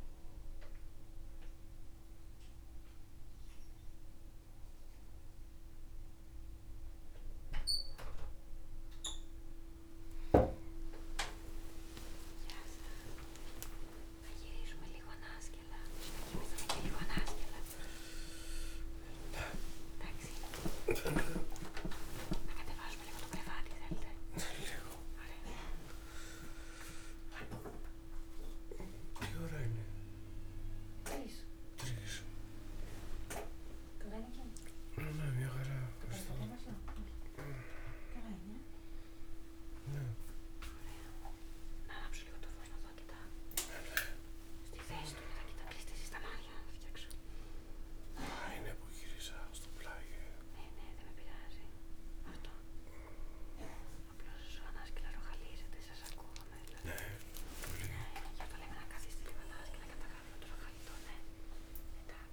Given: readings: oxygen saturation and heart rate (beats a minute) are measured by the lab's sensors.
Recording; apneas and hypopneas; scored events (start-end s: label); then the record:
a person awake in a sleep study, by a room microphone; none
7.50-62.33 s: new sleep stage, awake
From the record:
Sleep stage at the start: N2 (light sleep); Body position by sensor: on the back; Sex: male